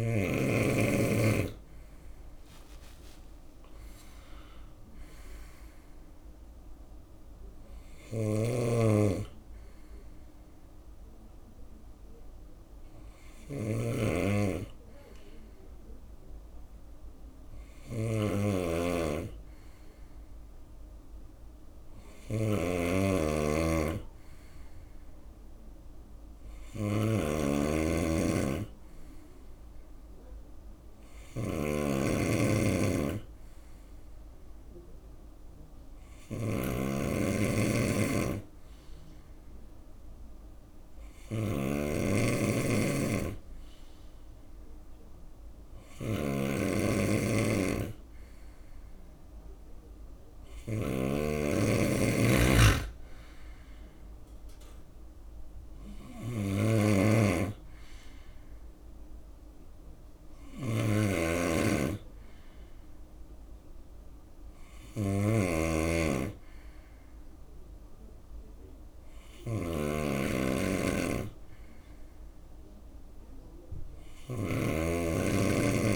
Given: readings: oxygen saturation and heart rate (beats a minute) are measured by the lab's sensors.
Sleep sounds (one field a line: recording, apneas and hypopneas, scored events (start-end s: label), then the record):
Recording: breathing in sleep by a room microphone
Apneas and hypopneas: none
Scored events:
1.50-6.00 s: arousal
1.50-16.50 s: drop in pulse transit time (device-marked, heart rate 73 before, 71 extreme)
2.00-4.00 s: long interval between heartbeats (device-marked, heart rate 73 before, 91 extreme)
7.50-75.96 s: snoring (device-marked)
53.50-66.50 s: drop in pulse transit time (device-marked, heart rate 72 before, 73 extreme)
From the record:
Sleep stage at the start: N2 (light sleep)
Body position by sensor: on the right side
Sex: male